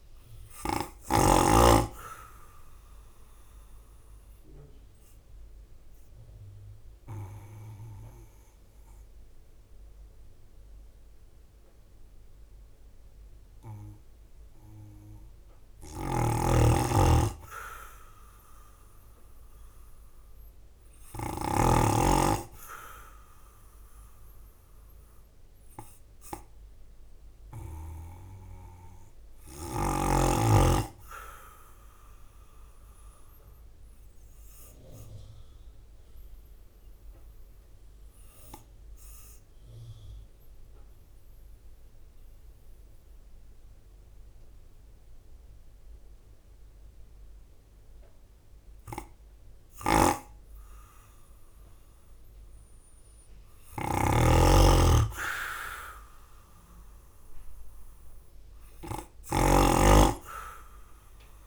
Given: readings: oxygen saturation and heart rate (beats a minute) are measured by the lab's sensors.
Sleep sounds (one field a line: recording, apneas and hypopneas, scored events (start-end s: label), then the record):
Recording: breathing in sleep by a room microphone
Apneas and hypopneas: 2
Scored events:
0.00-1.00 s: oxygen desaturation (device-marked, oxygen 94% lowest, heart rate 48 extreme)
1.00-11.00 s: drop in pulse transit time (device-marked, heart rate 53 before, 49 extreme)
3.00-15.00 s: obstructive apnea (oxygen 98% before, 92% lowest, heart rate 53 before, 48 extreme, up 8 after)
15.50-21.50 s: snoring (device-marked)
17.50-20.00 s: arousal
27.00-40.00 s: oxygen desaturation (device-marked, oxygen 96% before, 92% lowest, heart rate 52 before, 51 extreme)
34.50-52.00 s: obstructive apnea (oxygen 96% before, 90% lowest, heart rate 53 before, 51 extreme, up 4 after)
49.00-59.00 s: snoring (device-marked)
55.00-59.00 s: arousal
57.00-61.47 s: drop in pulse transit time (device-marked, heart rate 53 before, 51 extreme)
From the record:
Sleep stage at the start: N2 (light sleep)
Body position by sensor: on the right side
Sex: male